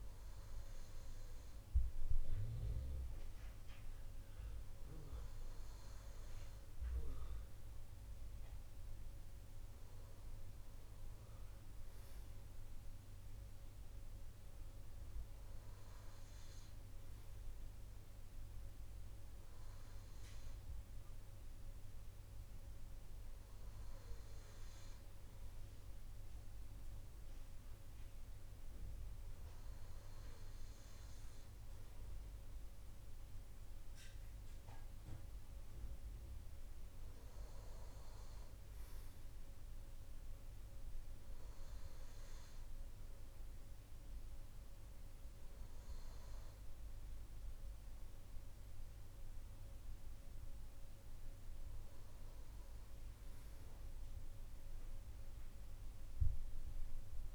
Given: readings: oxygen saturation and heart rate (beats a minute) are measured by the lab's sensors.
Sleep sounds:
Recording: breathing in sleep, hard to hear, by a room microphone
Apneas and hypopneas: none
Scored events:
none scored
From the record:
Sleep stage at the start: N2 (light sleep)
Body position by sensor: on the right side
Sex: male

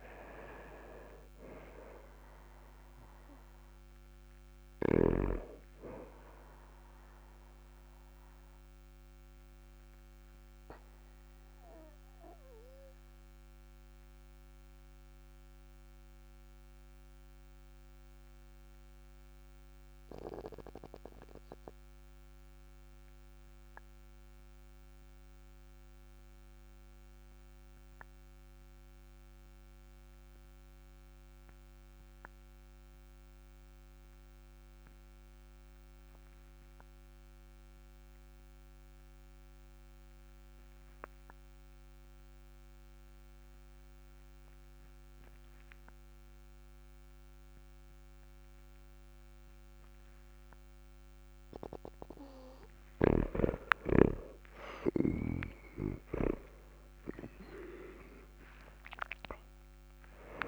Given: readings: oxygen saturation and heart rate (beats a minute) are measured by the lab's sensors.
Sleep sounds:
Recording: breathing in sleep by a microphone on the trachea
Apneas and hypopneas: 1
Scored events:
4.50-25.50 s: oxygen desaturation (device-marked, oxygen 98% before, 95% lowest, heart rate 46 before, 42 extreme)
8.50-52.50 s: obstructive apnea (oxygen 99% before, 89% lowest, heart rate 46 before, 39 extreme, up 4 after)
54.50-58.00 s: arousal
From the record:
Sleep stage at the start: N2 (light sleep)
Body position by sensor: on the back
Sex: male

